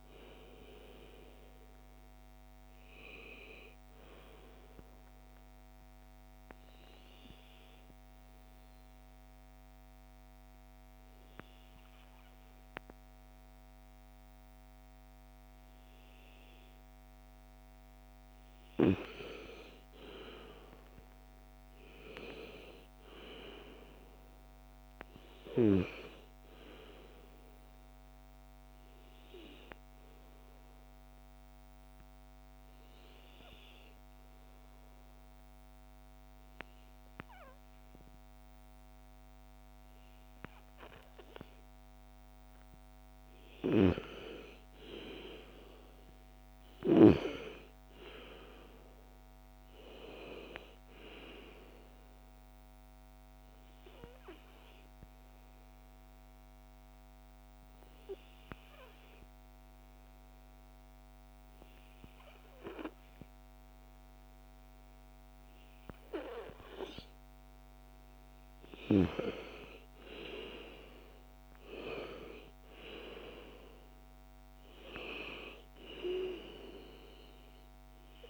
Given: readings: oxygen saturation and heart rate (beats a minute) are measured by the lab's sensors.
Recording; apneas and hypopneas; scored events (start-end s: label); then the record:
breathing in sleep by a microphone on the trachea; 3
4.50-21.50 s: oxygen desaturation (device-marked, oxygen 97% before, 91% lowest, heart rate 34 before, 35 extreme)
5.50-17.00 s: obstructive apnea (oxygen 97% before, 90% lowest, heart rate 35 before, 35 extreme, up 33 after)
21.00-25.00 s: arousal
27.50-38.50 s: oxygen desaturation (device-marked, oxygen 97% before, 92% lowest, heart rate 48 before, 45 extreme)
29.00-42.50 s: obstructive apnea (oxygen 97% before, 90% lowest, heart rate 50 before, 45 extreme, up 27 after)
44.00-48.50 s: arousal
47.50-63.50 s: oxygen desaturation (device-marked, oxygen 97% before, 90% lowest, heart rate 56 before, 54 extreme)
53.50-67.00 s: obstructive apnea (oxygen 97% before, 90% lowest, heart rate 57 before, 54 extreme, up 34 after)
69.00-74.00 s: arousal
From the record:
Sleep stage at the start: REM sleep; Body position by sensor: on the back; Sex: female